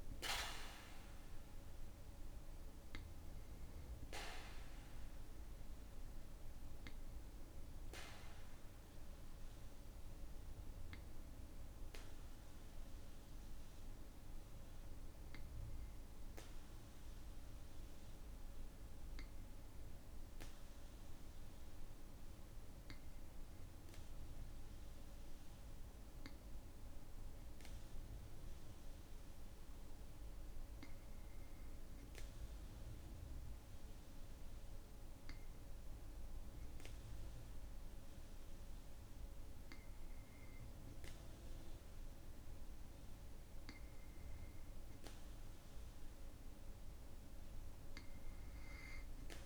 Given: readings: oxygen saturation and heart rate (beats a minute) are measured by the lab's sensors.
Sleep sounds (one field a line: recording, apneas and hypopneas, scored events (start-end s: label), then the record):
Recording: breathing in sleep, hard to hear, by a room microphone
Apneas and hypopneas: 1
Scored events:
0.00-23.50 s: oxygen desaturation (device-marked, oxygen 91% lowest, heart rate 54 extreme)
16.00-36.50 s: hypopnea (oxygen 99% before, 91% lowest, heart rate 60 before, 55 extreme, up 2 after)
39.00-41.50 s: arousal
From the record:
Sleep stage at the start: N2 (light sleep)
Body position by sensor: on the back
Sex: male